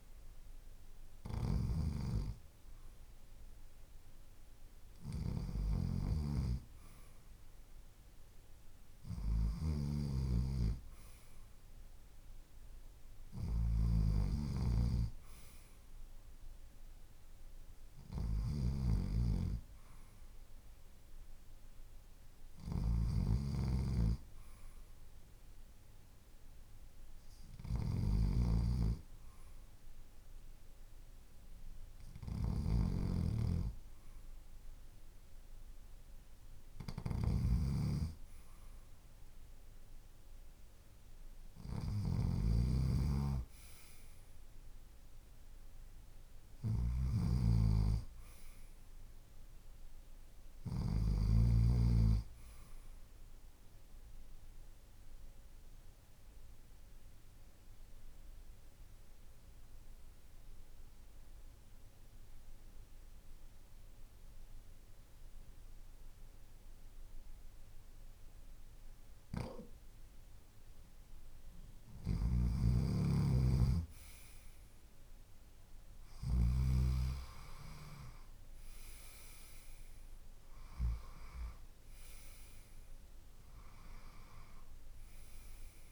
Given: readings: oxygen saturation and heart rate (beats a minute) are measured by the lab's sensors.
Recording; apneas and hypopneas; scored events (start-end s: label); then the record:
breathing in sleep by a room microphone; 1
1.00-50.50 s: snoring (device-marked)
15.00-23.00 s: oxygen desaturation (device-marked, oxygen 96% before, 92% lowest, heart rate 52 before, 51 extreme)
53.50-68.50 s: obstructive apnea (oxygen 95% before, 92% lowest, heart rate 54 before, 52 extreme, up 2 after)
68.50-76.00 s: snoring (device-marked)
71.00-85.91 s: new sleep stage, N2 (light sleep)
From the record:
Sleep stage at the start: REM sleep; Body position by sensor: on the left side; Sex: male